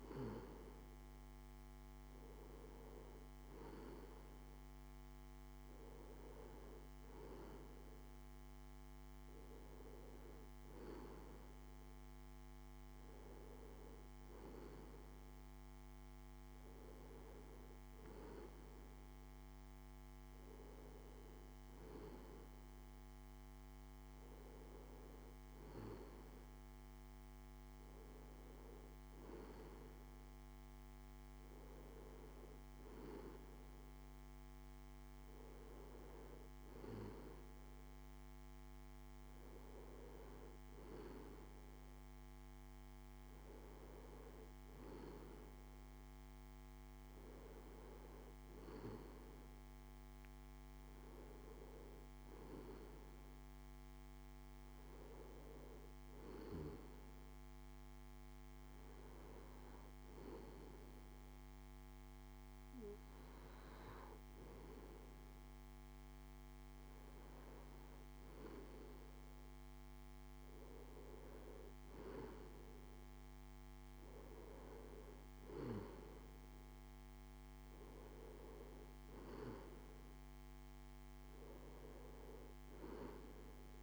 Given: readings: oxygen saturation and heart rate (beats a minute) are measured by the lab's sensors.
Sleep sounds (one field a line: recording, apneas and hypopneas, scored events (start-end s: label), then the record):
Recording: breathing in sleep by a microphone on the trachea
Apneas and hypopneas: none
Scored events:
none scored
From the record:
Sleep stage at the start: N2 (light sleep)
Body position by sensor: on the left side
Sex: male